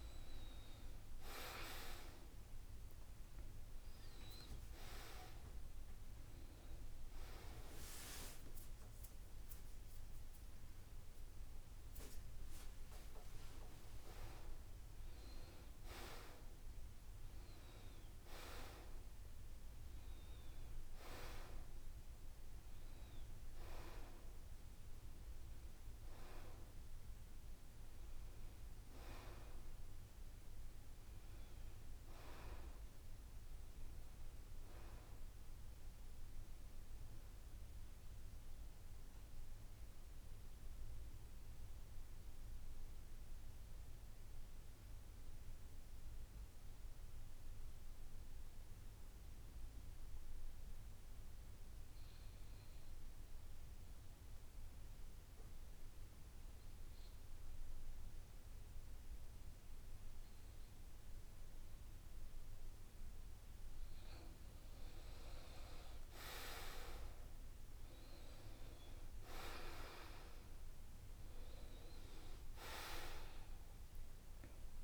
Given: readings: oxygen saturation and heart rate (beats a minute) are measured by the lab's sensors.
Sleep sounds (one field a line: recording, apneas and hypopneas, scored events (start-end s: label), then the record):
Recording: breathing in sleep by a room microphone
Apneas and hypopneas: 1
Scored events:
0.00-2.50 s: arousal
0.00-18.50 s: oxygen desaturation (device-marked, oxygen 83% lowest, heart rate 72 extreme)
38.50-64.00 s: mixed apnea (oxygen 94% before, 81% lowest, heart rate 77 before, 67 extreme, up 5 after)
55.50-74.84 s: oxygen desaturation (device-marked, oxygen 94% before, 83% lowest, heart rate 71 before, 65 extreme)
67.00-70.00 s: arousal
From the record:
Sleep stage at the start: N2 (light sleep)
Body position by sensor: on the back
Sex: male